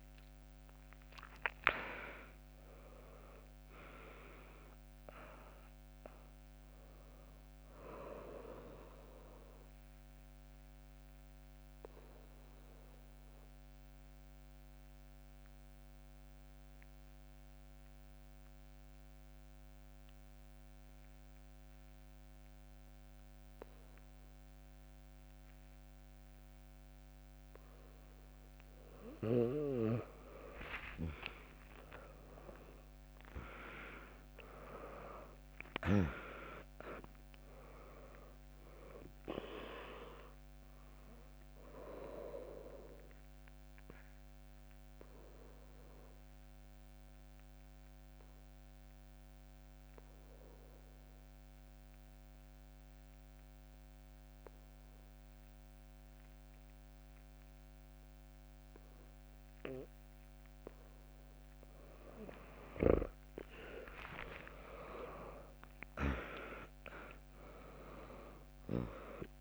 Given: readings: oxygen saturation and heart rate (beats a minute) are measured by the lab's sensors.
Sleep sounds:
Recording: breathing in sleep by a microphone on the trachea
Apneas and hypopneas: 2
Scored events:
0.00-10.00 s: drop in pulse transit time (device-marked, heart rate 65 extreme)
0.00-21.00 s: oxygen desaturation (device-marked, oxygen 100% before, 96% lowest, heart rate 72 before, 61 extreme)
9.00-27.50 s: obstructive apnea (oxygen 100% before, 96% lowest, heart rate 73 before, 61 extreme)
30.00-34.50 s: arousal
33.00-55.00 s: oxygen desaturation (device-marked, oxygen 100% before, 96% lowest, heart rate 73 before, 60 extreme)
34.00-45.00 s: drop in pulse transit time (device-marked, heart rate 73 before, 63 extreme)
44.00-61.50 s: obstructive apnea (oxygen 100% before, 96% lowest, heart rate 71 before, 60 extreme)
64.00-68.00 s: arousal
64.00-69.41 s: drop in pulse transit time (device-marked, heart rate 77 before, 60 extreme)
From the record:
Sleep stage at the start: N2 (light sleep)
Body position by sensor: on the back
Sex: female

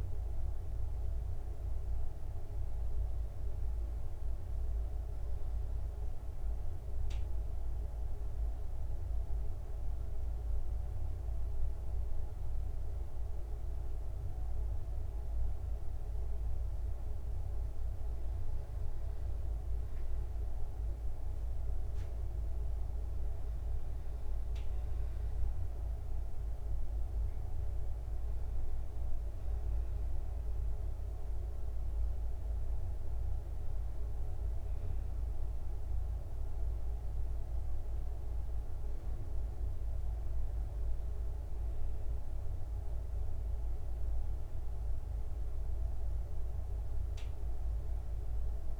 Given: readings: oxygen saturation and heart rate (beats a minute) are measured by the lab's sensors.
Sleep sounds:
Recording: breathing in sleep, hard to hear, by a room microphone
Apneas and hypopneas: 1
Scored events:
0.00-3.00 s: arousal
7.00-18.00 s: obstructive apnea (oxygen 97% before, 94% lowest, heart rate 69 before, 67 extreme, up 3 after)
19.50-23.50 s: arousal
From the record:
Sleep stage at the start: N2 (light sleep)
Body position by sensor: on the back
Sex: male

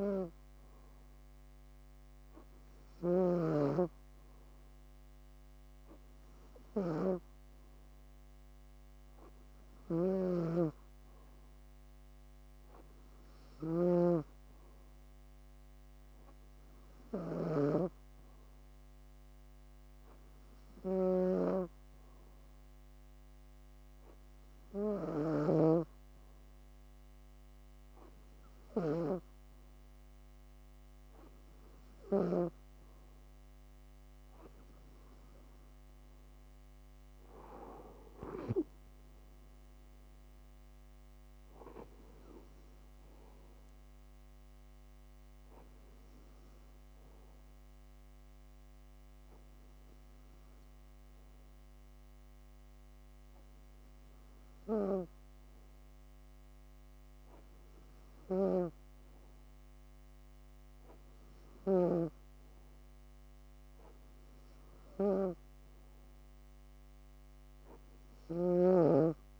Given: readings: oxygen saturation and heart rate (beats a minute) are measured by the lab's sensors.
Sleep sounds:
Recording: breathing in sleep by a microphone on the trachea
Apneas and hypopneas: 1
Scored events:
2.50-25.00 s: snoring (device-marked)
38.00-41.50 s: arousal
46.50-57.50 s: hypopnea (oxygen 96% before, 94% lowest, heart rate 68 before, 64 extreme, up 5 after)
60.00-63.00 s: arousal
67.50-69.40 s: snoring (device-marked)
From the record:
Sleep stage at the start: N2 (light sleep)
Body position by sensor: on the back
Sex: female

